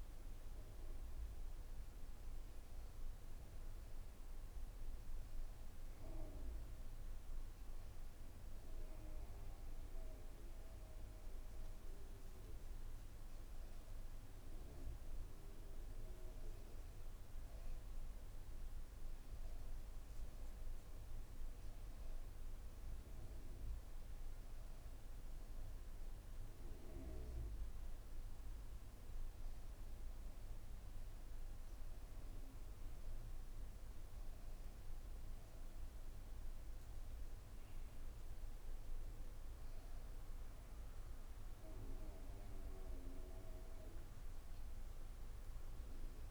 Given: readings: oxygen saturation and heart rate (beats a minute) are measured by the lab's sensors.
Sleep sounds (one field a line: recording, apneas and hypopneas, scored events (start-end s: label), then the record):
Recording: breathing in sleep, hard to hear, by a room microphone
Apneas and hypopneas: none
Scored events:
20.00-30.00 s: oxygen desaturation (device-marked, oxygen 96% before, 93% lowest, heart rate 83 before, 82 extreme)
From the record:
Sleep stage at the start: N1 (lightest sleep)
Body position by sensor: on the back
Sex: female